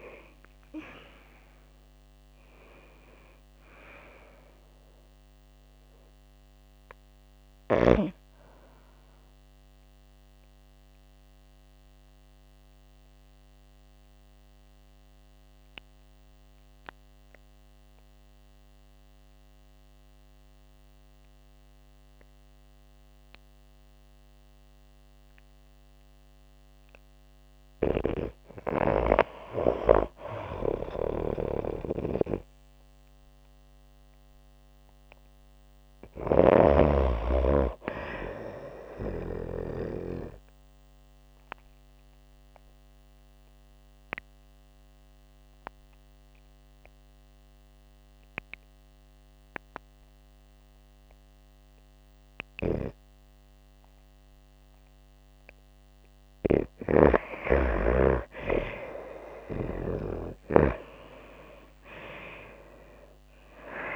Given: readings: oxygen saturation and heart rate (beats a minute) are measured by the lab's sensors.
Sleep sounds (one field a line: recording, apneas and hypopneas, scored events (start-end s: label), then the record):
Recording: breathing in sleep by a microphone on the trachea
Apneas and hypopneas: 2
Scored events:
0.00-2.00 s: arousal
0.00-4.50 s: oxygen desaturation (device-marked, oxygen 91% lowest, heart rate 53 extreme)
9.50-26.50 s: obstructive apnea (oxygen 96% before, 92% lowest, heart rate 97 before, 52 extreme, up 29 after)
27.00-39.50 s: snoring (device-marked)
30.50-35.00 s: arousal
40.00-54.50 s: obstructive apnea (oxygen 95% before, 91% lowest, heart rate 64 before, 55 extreme, up 40 after)
52.00-59.50 s: snoring (device-marked)
59.00-63.50 s: arousal
From the record:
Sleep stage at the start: N2 (light sleep)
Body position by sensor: on the back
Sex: female